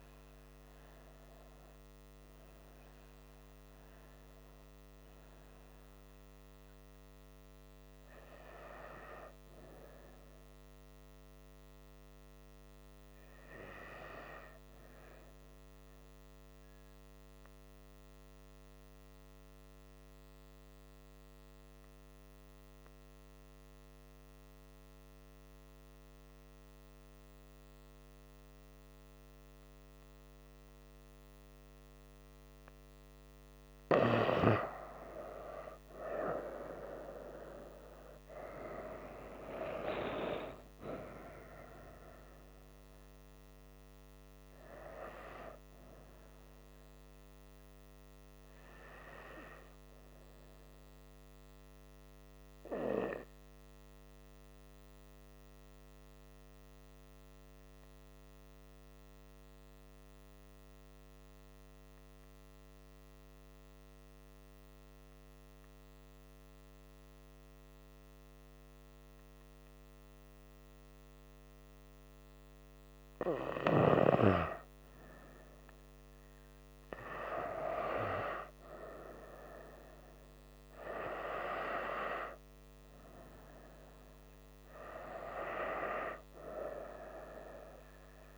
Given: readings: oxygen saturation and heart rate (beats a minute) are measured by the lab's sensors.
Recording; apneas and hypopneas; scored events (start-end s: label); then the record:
breathing in sleep by a microphone on the trachea; 2
16.00-33.00 s: obstructive apnea (oxygen 99% before, 96% lowest, heart rate 78 before, 65 extreme, up 5 after)
20.50-88.38 s: new sleep stage, N2 (light sleep)
36.00-39.50 s: arousal
54.50-74.00 s: obstructive apnea (oxygen 99% before, 95% lowest, heart rate 70 before, 65 extreme, up 5 after)
77.00-81.00 s: arousal
From the record:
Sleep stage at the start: N1 (lightest sleep); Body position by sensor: on the right side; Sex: female